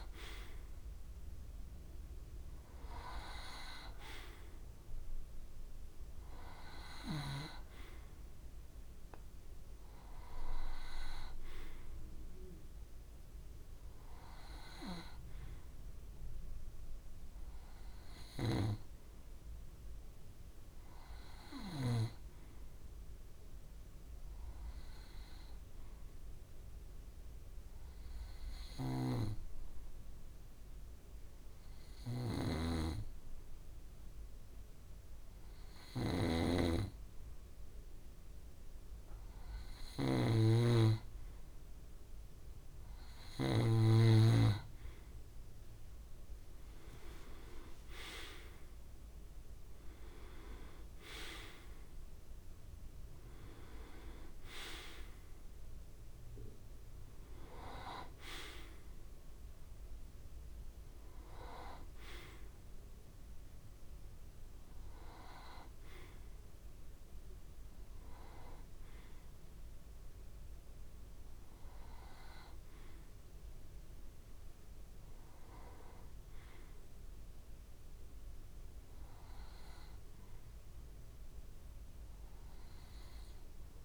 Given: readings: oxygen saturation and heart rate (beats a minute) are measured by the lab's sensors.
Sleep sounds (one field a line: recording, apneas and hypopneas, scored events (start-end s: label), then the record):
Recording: breathing in sleep by a room microphone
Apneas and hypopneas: 1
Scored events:
24.50-39.00 s: obstructive apnea (oxygen 94% before, 91% lowest, heart rate 65 before, 64 extreme, up 1 after)
28.50-43.50 s: snoring (device-marked)
41.50-44.50 s: arousal
41.50-74.50 s: oxygen desaturation (device-marked, oxygen 95% before, 91% lowest, heart rate 64 before, 64 extreme)
78.50-82.50 s: arousal
From the record:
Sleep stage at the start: N2 (light sleep)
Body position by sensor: on the back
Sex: male